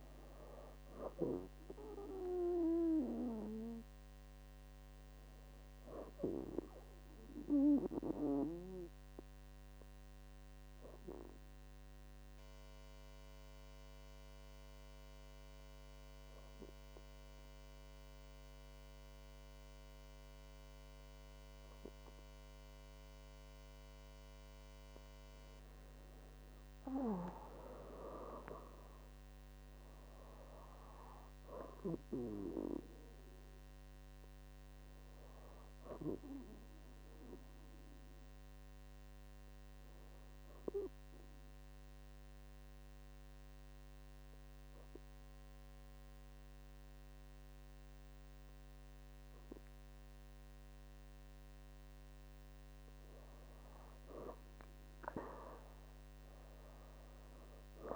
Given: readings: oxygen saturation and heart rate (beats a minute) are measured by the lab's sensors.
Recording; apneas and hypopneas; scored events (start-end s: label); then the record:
breathing in sleep by a microphone on the trachea; 2
9.00-24.00 s: obstructive apnea (oxygen 98% before, 96% lowest, heart rate 70 before, 63 extreme, up 5 after)
26.00-30.00 s: arousal
40.50-51.50 s: obstructive apnea (oxygen 99% before, 96% lowest, heart rate 68 before, 65 extreme, up 6 after)
56.00-57.96 s: arousal
From the record:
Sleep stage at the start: N2 (light sleep); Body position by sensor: on the back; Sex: female